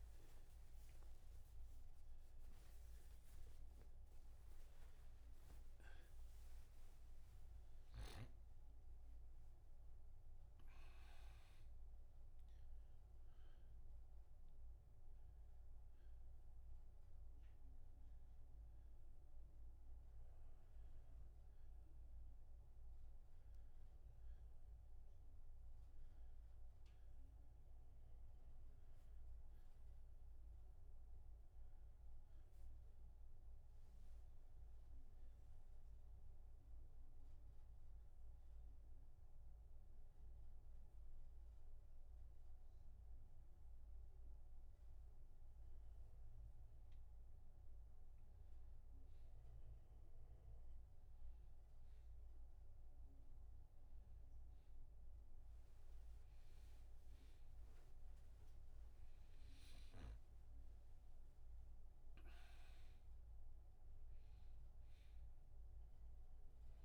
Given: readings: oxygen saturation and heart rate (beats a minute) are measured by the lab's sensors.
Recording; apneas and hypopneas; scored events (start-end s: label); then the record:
a person awake in a sleep study, hard to hear, by a room microphone; none
0.00-8.50 s: oxygen desaturation (device-marked, oxygen 93% lowest)
From the record:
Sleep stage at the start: awake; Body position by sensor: on the back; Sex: male